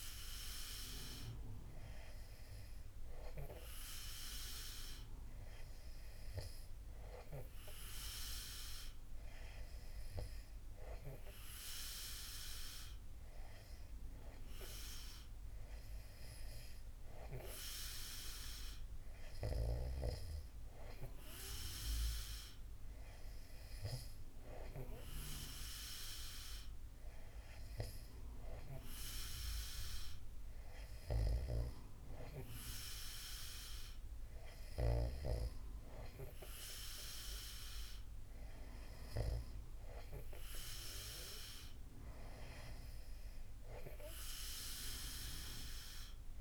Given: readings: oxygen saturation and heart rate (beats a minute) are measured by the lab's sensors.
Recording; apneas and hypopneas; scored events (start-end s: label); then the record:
breathing in sleep by a room microphone; none
none scored
From the record:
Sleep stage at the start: N2 (light sleep); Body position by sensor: on the back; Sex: male